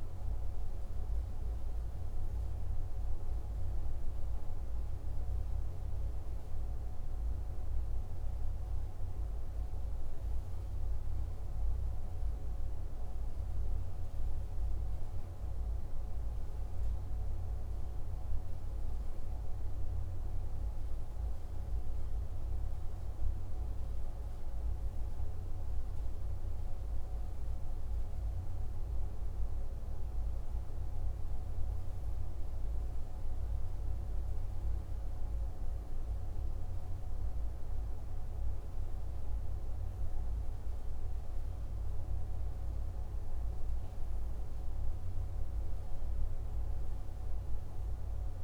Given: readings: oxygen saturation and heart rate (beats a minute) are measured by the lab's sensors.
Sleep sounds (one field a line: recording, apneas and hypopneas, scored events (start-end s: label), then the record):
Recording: breathing in sleep, hard to hear, by a room microphone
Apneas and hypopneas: none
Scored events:
none scored
From the record:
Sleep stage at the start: N2 (light sleep)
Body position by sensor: on the left side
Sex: male